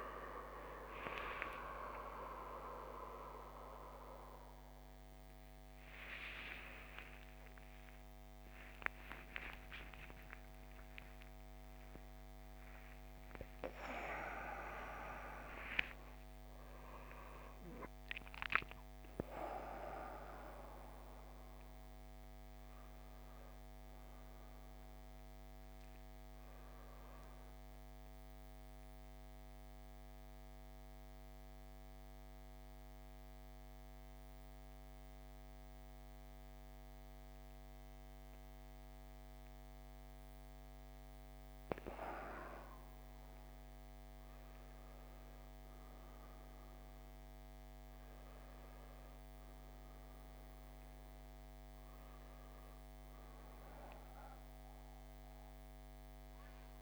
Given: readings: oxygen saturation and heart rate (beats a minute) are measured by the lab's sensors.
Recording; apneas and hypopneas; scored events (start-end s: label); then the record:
a person partly awake in a sleep study, by a microphone on the trachea; 1
12.50-56.82 s: new sleep stage, N1 (lightest sleep)
28.00-42.50 s: mixed apnea (oxygen 97% before, 94% lowest, heart rate 63 before, 56 extreme, up 6 after)
43.00-48.00 s: arousal
From the record:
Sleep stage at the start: awake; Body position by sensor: on the back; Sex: male